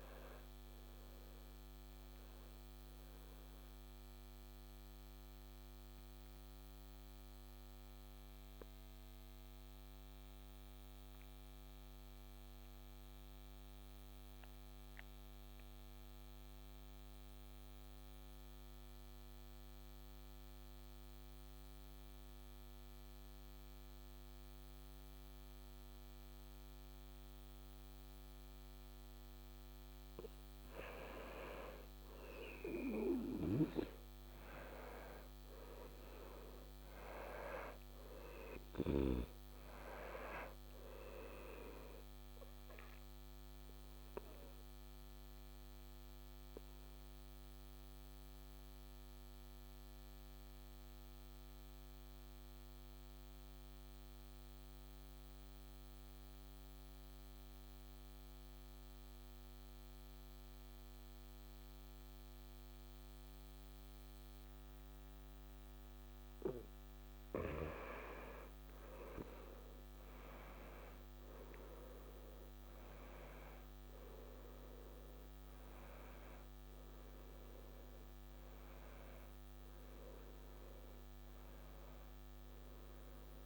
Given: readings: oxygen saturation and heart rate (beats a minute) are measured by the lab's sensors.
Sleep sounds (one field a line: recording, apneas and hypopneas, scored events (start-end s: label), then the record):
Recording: breathing in sleep by a microphone on the trachea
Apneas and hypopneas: 2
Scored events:
0.00-13.50 s: oxygen desaturation (device-marked, oxygen 85% lowest, heart rate 62 extreme)
5.00-29.50 s: obstructive apnea (oxygen 97% before, 86% lowest, heart rate 73 before, 62 extreme, up 8 after)
26.50-54.50 s: oxygen desaturation (device-marked, oxygen 99% before, 86% lowest, heart rate 67 before, 65 extreme)
31.00-35.00 s: arousal
42.50-66.50 s: obstructive apnea (oxygen 99% before, 86% lowest, heart rate 67 before, 65 extreme, up 8 after)
66.50-83.46 s: oxygen desaturation (device-marked, oxygen 97% before, 86% lowest, heart rate 67 before, 66 extreme)
67.50-73.50 s: arousal
From the record:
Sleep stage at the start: N2 (light sleep)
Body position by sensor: on the back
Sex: male